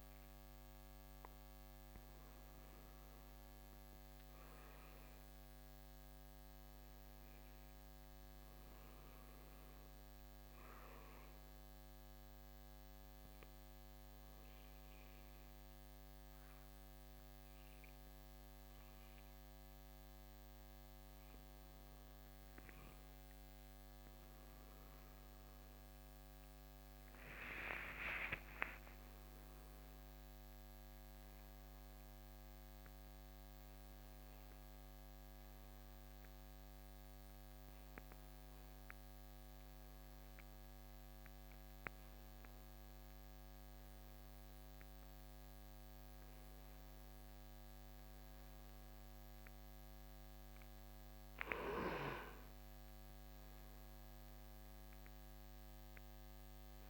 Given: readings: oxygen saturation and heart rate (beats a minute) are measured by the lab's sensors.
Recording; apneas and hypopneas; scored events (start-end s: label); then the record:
breathing in sleep, hard to hear, by a microphone on the trachea; 1
10.50-24.00 s: obstructive apnea (oxygen 96% before, 93% lowest, heart rate 67 before, 65 extreme, up 3 after)
25.50-30.00 s: arousal
From the record:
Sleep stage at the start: N2 (light sleep); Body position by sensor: on the right side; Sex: male